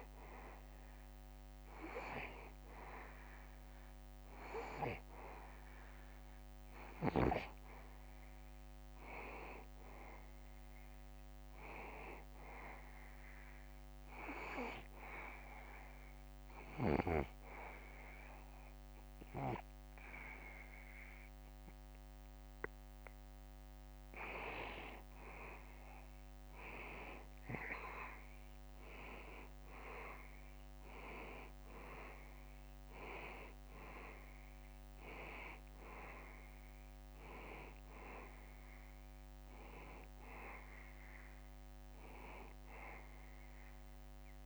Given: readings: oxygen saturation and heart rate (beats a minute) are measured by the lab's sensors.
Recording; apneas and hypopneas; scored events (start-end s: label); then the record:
breathing in sleep by a microphone on the trachea; 1
12.50-24.00 s: hypopnea (oxygen 95% before, 89% lowest, heart rate 72 before, 72 extreme, up 2 after)
27.00-31.50 s: arousal
34.50-44.46 s: oxygen desaturation (device-marked, oxygen 92% before, 89% lowest, heart rate 73 before, 70 extreme)
From the record:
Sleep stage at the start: N2 (light sleep); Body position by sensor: on the back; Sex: male